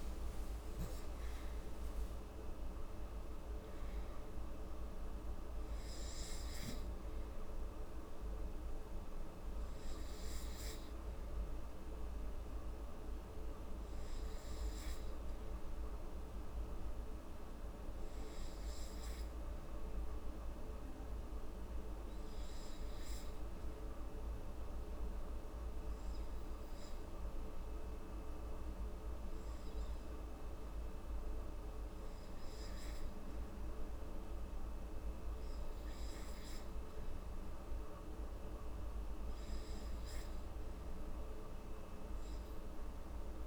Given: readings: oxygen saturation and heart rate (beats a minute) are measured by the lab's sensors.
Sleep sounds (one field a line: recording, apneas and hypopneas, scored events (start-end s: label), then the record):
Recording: breathing in sleep, hard to hear, by a room microphone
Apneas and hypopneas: 1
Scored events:
0.00-3.00 s: arousal
22.00-32.50 s: obstructive apnea (oxygen 97% before, 93% lowest, heart rate 78 before, 69 extreme, up 2 after)
34.50-38.00 s: arousal
42.00-43.47 s: oxygen desaturation (device-marked, oxygen 98% before, 94% lowest, heart rate 70 before, 69 extreme)
From the record:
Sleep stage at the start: N2 (light sleep)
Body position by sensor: on the back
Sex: female